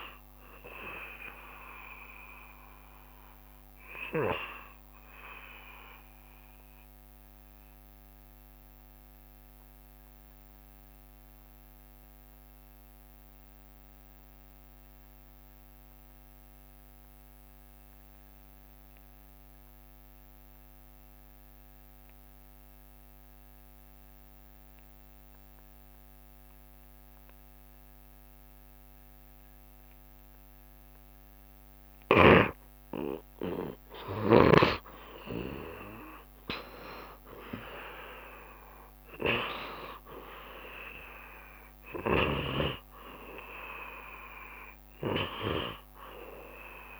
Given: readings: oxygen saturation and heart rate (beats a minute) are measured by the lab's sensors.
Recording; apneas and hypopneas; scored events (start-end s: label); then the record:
breathing in sleep by a microphone on the trachea; 1
0.00-19.00 s: oxygen desaturation (device-marked, oxygen 70% lowest, heart rate 66 extreme)
5.50-30.50 s: obstructive apnea (oxygen 77% before, 70% lowest, heart rate 74 before, 66 extreme, up 7 after)
30.00-47.00 s: oxygen desaturation (device-marked, oxygen 95% before, 76% lowest, heart rate 67 before, 66 extreme)
34.50-39.00 s: arousal
From the record:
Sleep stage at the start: N2 (light sleep); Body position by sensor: on the back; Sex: male